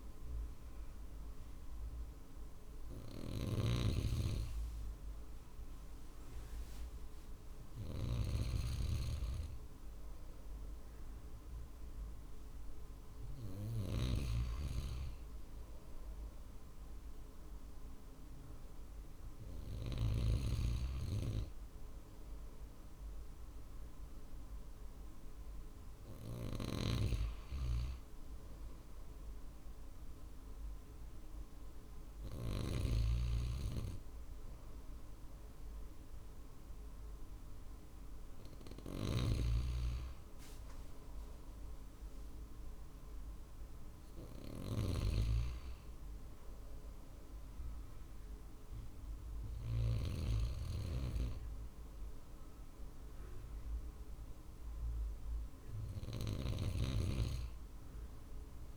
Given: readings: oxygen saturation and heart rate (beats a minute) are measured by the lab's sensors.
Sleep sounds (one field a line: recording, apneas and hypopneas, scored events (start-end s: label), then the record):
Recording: breathing in sleep by a room microphone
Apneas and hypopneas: none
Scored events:
0.00-7.50 s: snoring (device-marked)
8.50-22.50 s: drop in pulse transit time (device-marked, heart rate 50 before, 50 extreme)
13.50-20.00 s: snoring (device-marked)
26.00-32.00 s: snoring (device-marked)
41.50-57.50 s: drop in pulse transit time (device-marked, heart rate 50 before, 49 extreme)
52.50-56.50 s: arousal
From the record:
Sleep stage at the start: N2 (light sleep)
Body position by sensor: on the right side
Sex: male